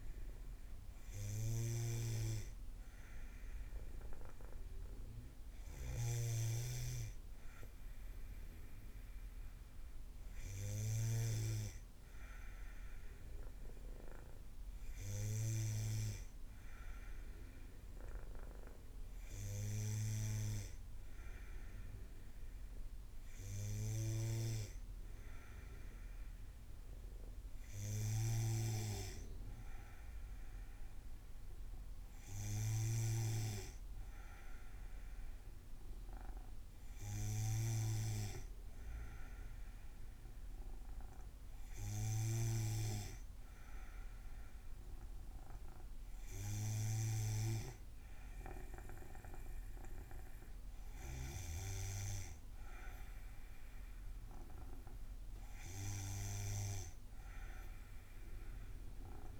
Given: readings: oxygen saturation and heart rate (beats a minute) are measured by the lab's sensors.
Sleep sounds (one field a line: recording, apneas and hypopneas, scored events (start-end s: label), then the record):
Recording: breathing in sleep by a room microphone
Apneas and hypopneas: none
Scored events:
1.00-11.00 s: snoring (device-marked)
24.00-33.00 s: snoring (device-marked)
From the record:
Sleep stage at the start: N2 (light sleep)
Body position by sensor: on the back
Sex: female